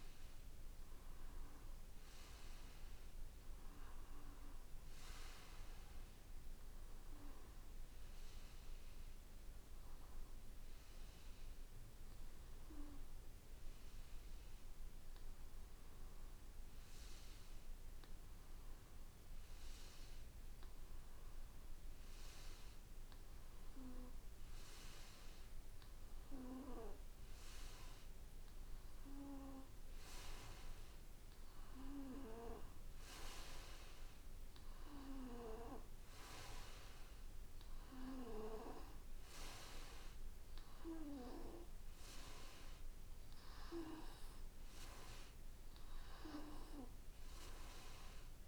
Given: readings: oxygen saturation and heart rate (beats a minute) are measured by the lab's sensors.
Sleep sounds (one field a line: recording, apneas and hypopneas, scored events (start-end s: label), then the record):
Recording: breathing in sleep by a room microphone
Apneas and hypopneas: 1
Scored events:
4.50-24.50 s: obstructive apnea (oxygen 94% before, 92% lowest, heart rate 57 before, 55 extreme, up 2 after)
27.00-30.50 s: arousal
From the record:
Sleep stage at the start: N2 (light sleep)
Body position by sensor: on the back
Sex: male